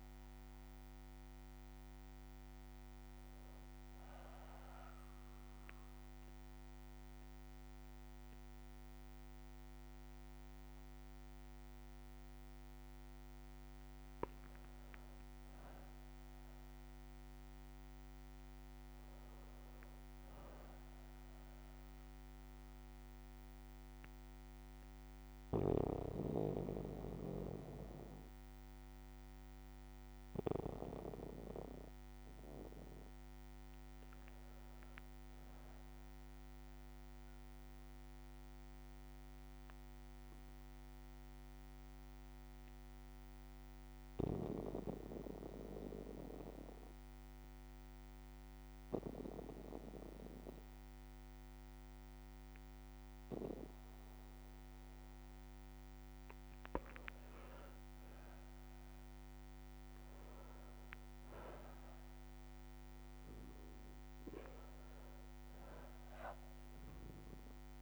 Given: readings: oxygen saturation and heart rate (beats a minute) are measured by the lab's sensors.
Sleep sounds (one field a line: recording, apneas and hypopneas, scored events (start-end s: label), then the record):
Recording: breathing in sleep by a microphone on the trachea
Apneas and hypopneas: 2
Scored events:
0.00-6.50 s: oxygen desaturation (device-marked, oxygen 94% lowest, heart rate 59 extreme)
2.50-8.50 s: bradycardia (device-marked, heart rate 61 before, 59 extreme)
3.50-16.00 s: obstructive apnea (oxygen 97% before, 93% lowest, heart rate 62 before, 58 extreme, up 3 after)
17.00-20.50 s: arousal
24.50-33.50 s: bradycardia (device-marked, heart rate 61 before, 58 extreme)
39.00-54.00 s: obstructive apnea (oxygen 99% before, 92% lowest, heart rate 60 before, 57 extreme, up 2 after)
39.50-43.50 s: bradycardia (device-marked, heart rate 61 before, 59 extreme)
46.50-67.82 s: new sleep stage, N2 (light sleep)
47.00-49.00 s: long interval between heartbeats (device-marked, heart rate 59 before, 68 extreme)
49.00-51.00 s: long interval between heartbeats (device-marked, heart rate 60 before, 79 extreme)
51.50-53.50 s: bradycardia (device-marked, heart rate 61 before, 69 extreme)
57.00-62.00 s: arousal
58.50-67.82 s: oxygen desaturation (device-marked, oxygen 97% before, 93% lowest, heart rate 65 before, 57 extreme)
From the record:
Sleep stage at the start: N1 (lightest sleep)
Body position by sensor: on the back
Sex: male